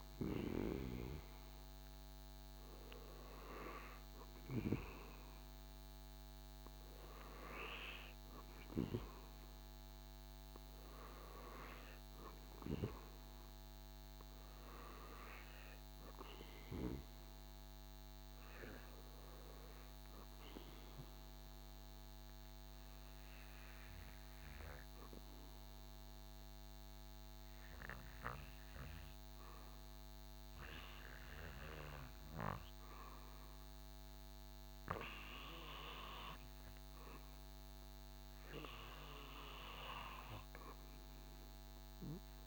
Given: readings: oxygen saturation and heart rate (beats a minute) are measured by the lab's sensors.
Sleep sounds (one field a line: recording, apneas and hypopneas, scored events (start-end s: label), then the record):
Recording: breathing in sleep by a microphone on the trachea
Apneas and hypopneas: 1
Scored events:
9.50-13.50 s: arousal
20.50-36.50 s: obstructive apnea (oxygen 96% before, 89% lowest, heart rate 79 before, 71 extreme, up 9 after)
36.00-42.47 s: oxygen desaturation (device-marked, oxygen 95% before, 89% lowest, heart rate 75 before, 77 extreme)
40.00-42.47 s: arousal
From the record:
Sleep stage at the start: N2 (light sleep)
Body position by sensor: on the back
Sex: male